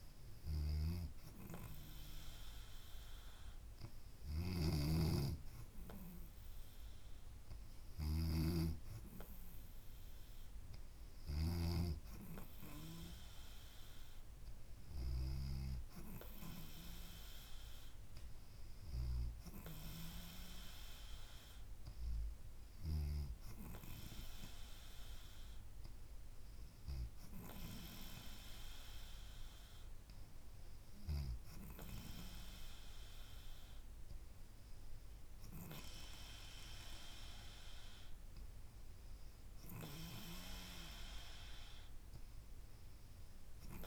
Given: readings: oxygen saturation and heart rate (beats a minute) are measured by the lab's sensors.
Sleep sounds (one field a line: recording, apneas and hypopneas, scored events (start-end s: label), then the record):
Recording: breathing in sleep by a room microphone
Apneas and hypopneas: none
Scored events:
4.50-12.00 s: snoring (device-marked)
From the record:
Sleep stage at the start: N3 (deep sleep)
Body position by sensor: on the back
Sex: female